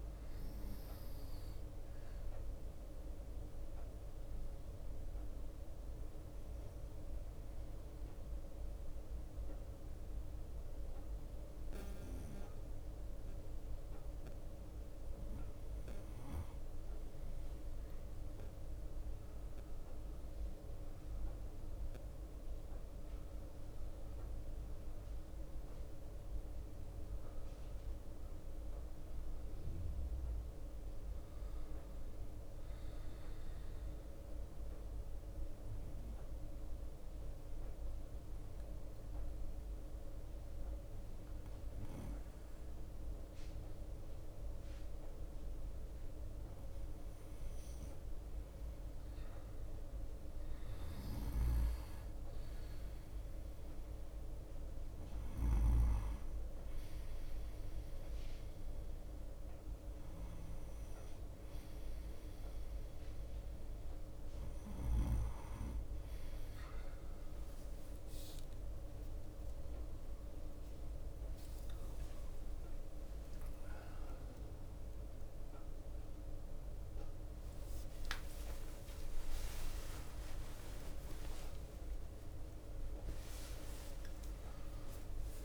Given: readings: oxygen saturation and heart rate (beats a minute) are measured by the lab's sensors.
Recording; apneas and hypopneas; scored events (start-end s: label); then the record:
breathing in sleep, hard to hear, by a room microphone; 2
0.00-16.00 s: bradycardia (device-marked, heart rate 56 extreme)
3.00-15.50 s: hypopnea (oxygen 92% before, 91% lowest, heart rate 58 before, 57 extreme, up 4 after)
19.50-24.50 s: arousal
22.00-64.00 s: bradycardia (device-marked, heart rate 62 before, 55 extreme)
30.50-47.50 s: obstructive apnea (oxygen 93% before, 91% lowest, heart rate 59 before, 55 extreme, up 2 after)
67.50-69.50 s: long interval between heartbeats (device-marked, heart rate 57 before, 65 extreme)
72.00 s: drop in pulse transit time (device-marked)
72.50-74.50 s: long interval between heartbeats (device-marked, heart rate 59 before, 76 extreme)
74.00-85.44 s: drop in pulse transit time (device-marked, heart rate 61 before, 61 extreme)
80.50-85.44 s: arousal
81.50-83.50 s: long interval between heartbeats (device-marked, heart rate 65 before, 70 extreme)
From the record:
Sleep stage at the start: N2 (light sleep); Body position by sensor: on the right side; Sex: male